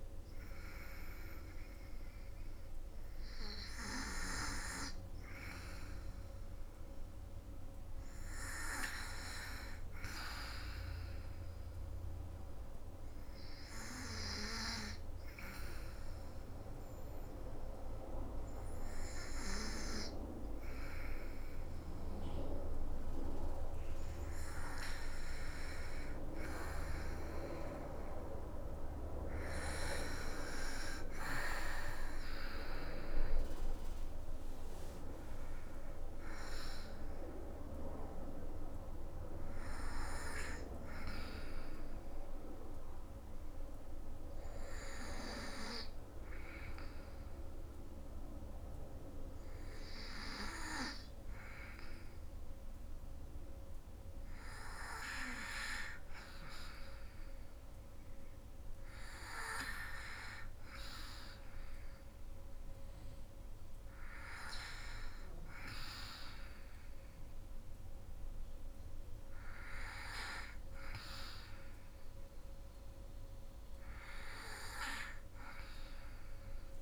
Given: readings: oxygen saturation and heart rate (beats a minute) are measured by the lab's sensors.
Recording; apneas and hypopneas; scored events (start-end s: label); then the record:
breathing in sleep by a room microphone; 2
0.00-6.00 s: oxygen desaturation (device-marked, oxygen 91% lowest, heart rate 61 extreme)
12.00-23.50 s: obstructive apnea (oxygen 96% before, 90% lowest, heart rate 67 before, 61 extreme, up 11 after)
25.50-29.50 s: arousal
31.00-52.00 s: oxygen desaturation (device-marked, oxygen 95% before, 90% lowest, heart rate 66 before, 64 extreme)
42.00-54.50 s: hypopnea (oxygen 95% before, 91% lowest, heart rate 70 before, 64 extreme, up 4 after)
56.00-59.00 s: arousal
61.00-74.00 s: oxygen desaturation (device-marked, oxygen 99% before, 95% lowest, heart rate 66 before, 64 extreme)
From the record:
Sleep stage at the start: N2 (light sleep); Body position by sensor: on the back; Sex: female